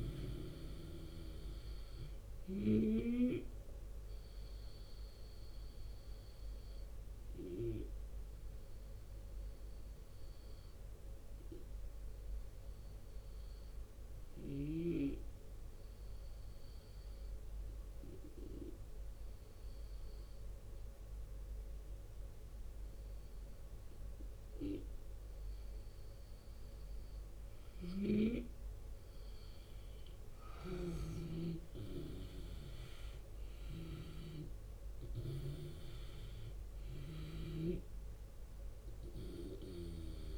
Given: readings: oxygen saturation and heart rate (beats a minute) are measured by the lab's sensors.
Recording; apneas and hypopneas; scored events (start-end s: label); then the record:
breathing in sleep by a room microphone; 1
0.00-2.50 s: snoring (device-marked)
0.00-7.00 s: drop in pulse transit time (device-marked, heart rate 75 extreme)
0.00-22.00 s: oxygen desaturation (device-marked, oxygen 82% lowest, heart rate 74 extreme)
3.00-25.50 s: obstructive apnea (oxygen 93% before, 82% lowest, heart rate 78 before, 73 extreme, up 8 after)
27.00-40.38 s: snoring (device-marked)
29.50-34.50 s: arousal
30.00-40.38 s: drop in pulse transit time (device-marked, heart rate 77 before, 79 extreme)
37.00-40.38 s: oxygen desaturation (device-marked, oxygen 92% before, 86% lowest, heart rate 80 before, 73 extreme)
From the record:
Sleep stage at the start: REM sleep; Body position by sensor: on the left side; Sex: male